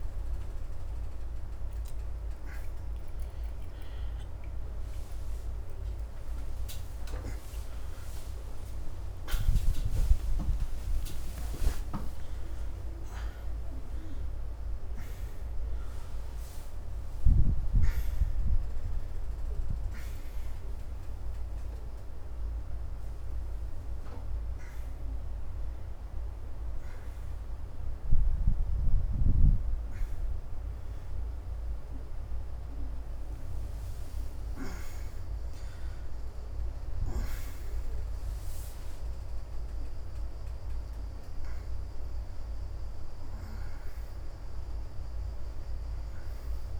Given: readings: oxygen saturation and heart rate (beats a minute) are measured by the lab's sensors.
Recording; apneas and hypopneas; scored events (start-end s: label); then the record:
a person awake in a sleep study, by a room microphone; none
22.50-46.50 s: oxygen desaturation (device-marked, oxygen 94% before, 89% lowest)
From the record:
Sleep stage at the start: awake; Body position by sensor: on the right side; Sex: female